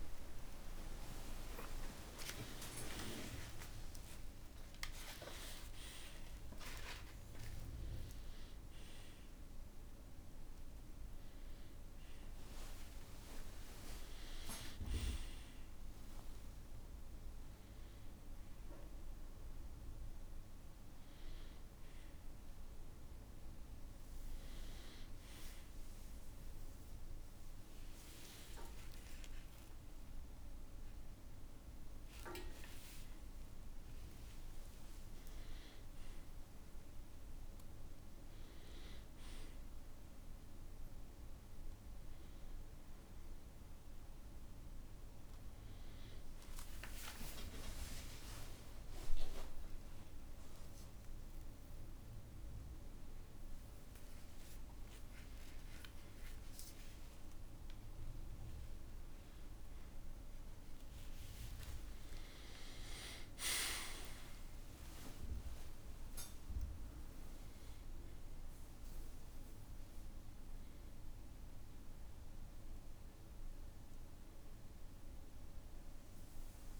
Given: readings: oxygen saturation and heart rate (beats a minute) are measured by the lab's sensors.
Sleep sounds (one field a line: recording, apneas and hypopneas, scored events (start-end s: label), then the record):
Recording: a person awake in a sleep study, by a room microphone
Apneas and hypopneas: none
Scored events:
0.00-1.00 s: long interval between heartbeats (device-marked, heart rate 88 extreme)
0.00-7.00 s: tachycardia (device-marked, heart rate 128 extreme)
2.50-4.50 s: long interval between heartbeats (device-marked, heart rate 113 before, 103 extreme)
28.50-30.50 s: long interval between heartbeats (device-marked, heart rate 72 before, 73 extreme)
49.00-51.00 s: long interval between heartbeats (device-marked, heart rate 67 before, 72 extreme)
55.50-57.50 s: long interval between heartbeats (device-marked, heart rate 67 before, 76 extreme)
60.00-62.00 s: long interval between heartbeats (device-marked, heart rate 71 before, 94 extreme)
From the record:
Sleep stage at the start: awake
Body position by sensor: on the back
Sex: male